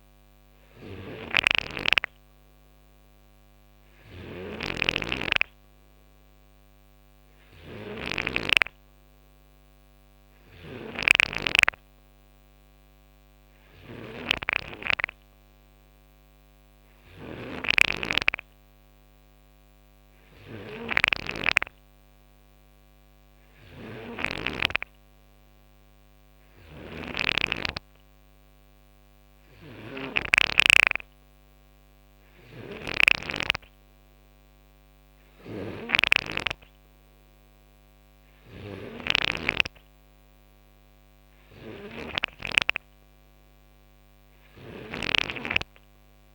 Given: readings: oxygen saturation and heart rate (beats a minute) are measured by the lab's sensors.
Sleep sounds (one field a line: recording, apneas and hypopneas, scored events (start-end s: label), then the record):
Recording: breathing in sleep by a microphone on the trachea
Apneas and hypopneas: none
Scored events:
0.00-27.00 s: snoring (device-marked)
29.00-46.34 s: snoring (device-marked)
From the record:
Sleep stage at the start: N2 (light sleep)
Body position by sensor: on the right side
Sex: male